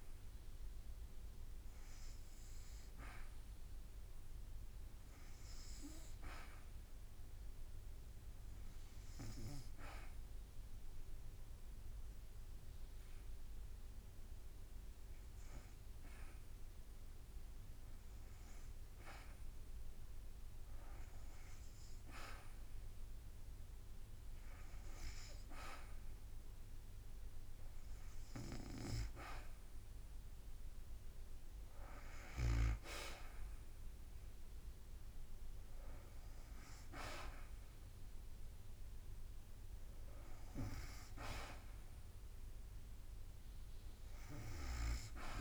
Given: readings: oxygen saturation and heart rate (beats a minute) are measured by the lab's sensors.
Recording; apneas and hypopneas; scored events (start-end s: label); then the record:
breathing in sleep by a room microphone; 1
0.00-1.00 s: drop in pulse transit time (device-marked, heart rate 54 extreme)
0.00-3.00 s: arousal
0.00-5.00 s: oxygen desaturation (device-marked, oxygen 88% lowest, heart rate 53 extreme)
8.50-19.00 s: hypopnea (oxygen 96% before, 88% lowest, heart rate 54 before, 55 extreme, up 0 after)
11.00-31.00 s: oxygen desaturation (device-marked, oxygen 93% before, 88% lowest, heart rate 54 before, 55 extreme)
15.00-29.00 s: drop in pulse transit time (device-marked, heart rate 55 before, 55 extreme)
24.00-28.50 s: arousal
From the record:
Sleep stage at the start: REM sleep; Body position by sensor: on the back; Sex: female